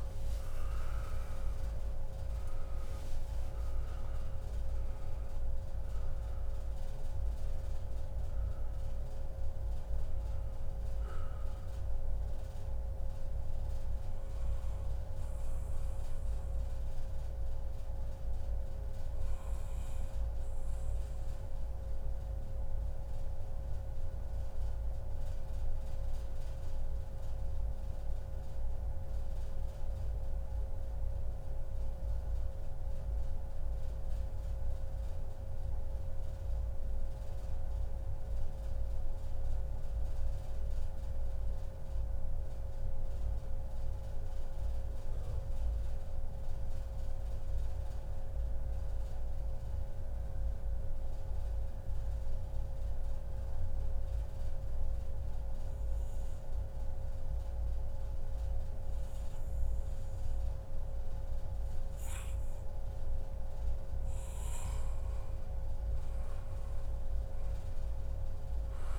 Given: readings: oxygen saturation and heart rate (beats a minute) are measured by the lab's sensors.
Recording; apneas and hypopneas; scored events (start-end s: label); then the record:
breathing in sleep, hard to hear, by a room microphone; 1
0.00-22.50 s: oxygen desaturation (device-marked, oxygen 89% lowest, heart rate 98 extreme)
17.50-63.00 s: mixed apnea (oxygen 95% before, 90% lowest, heart rate 130 before, 78 extreme, up 1 after)
61.50-68.99 s: oxygen desaturation (device-marked, oxygen 98% before, 93% lowest, heart rate 145 before, 78 extreme)
65.50-68.99 s: arousal
From the record:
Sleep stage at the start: N2 (light sleep); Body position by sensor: on the back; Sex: male